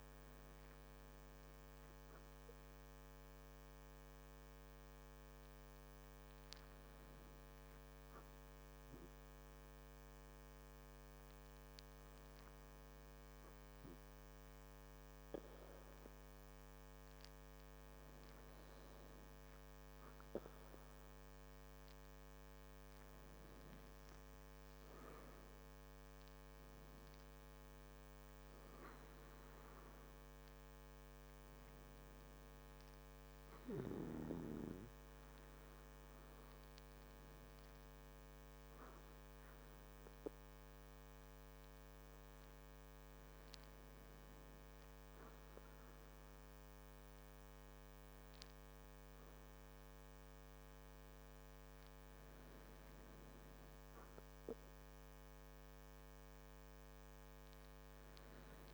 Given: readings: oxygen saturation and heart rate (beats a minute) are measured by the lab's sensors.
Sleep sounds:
breathing in sleep, hard to hear, by a microphone on the trachea; none
none scored
From the record:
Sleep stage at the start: N2 (light sleep); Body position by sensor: on the back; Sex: male

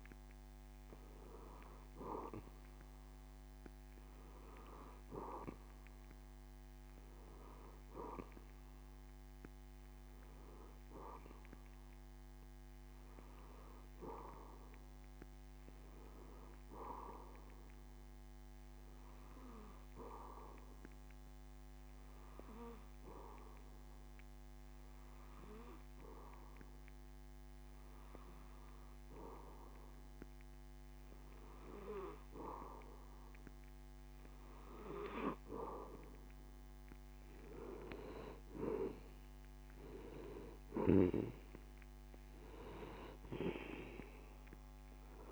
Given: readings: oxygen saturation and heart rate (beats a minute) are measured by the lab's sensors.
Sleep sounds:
breathing in sleep by a microphone on the trachea; 1
0.00-6.50 s: oxygen desaturation (device-marked, oxygen 92% lowest)
8.50-12.50 s: arousal
19.50-32.00 s: hypopnea (oxygen 95% before, 91% lowest, heart rate 44 before, 59 extreme)
34.50-38.50 s: arousal
From the record:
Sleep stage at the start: N2 (light sleep); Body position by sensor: on the back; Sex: male

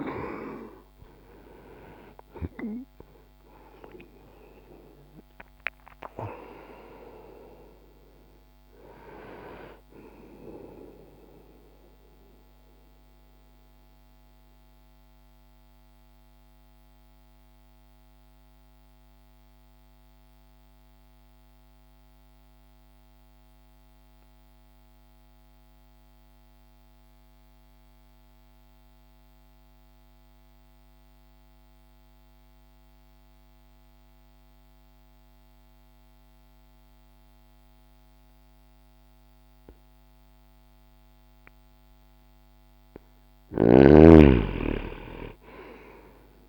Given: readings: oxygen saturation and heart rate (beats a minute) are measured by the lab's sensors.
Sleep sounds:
breathing in sleep by a microphone on the trachea; 1
11.50-41.50 s: mixed apnea (oxygen 98% before, 87% lowest)
23.50-34.50 s: oxygen desaturation (device-marked, oxygen 94% before, 88% lowest)
43.00-46.49 s: snoring (device-marked)
43.50-46.49 s: arousal
From the record:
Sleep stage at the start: N2 (light sleep); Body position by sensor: on the back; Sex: male

